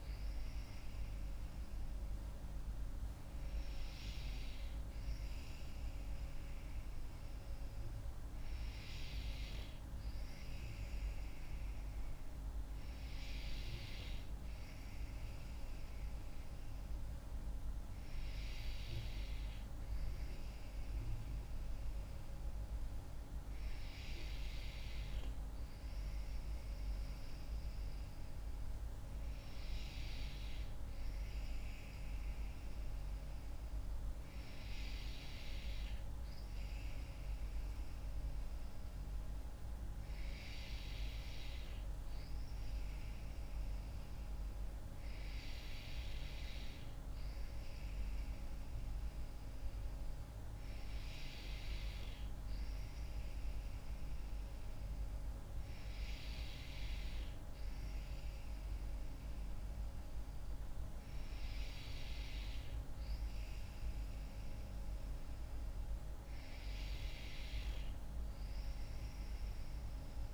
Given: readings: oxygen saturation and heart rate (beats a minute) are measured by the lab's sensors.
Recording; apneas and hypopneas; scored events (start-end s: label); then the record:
breathing in sleep, hard to hear, by a room microphone; none
none scored
From the record:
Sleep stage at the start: N2 (light sleep); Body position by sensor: on the back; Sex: female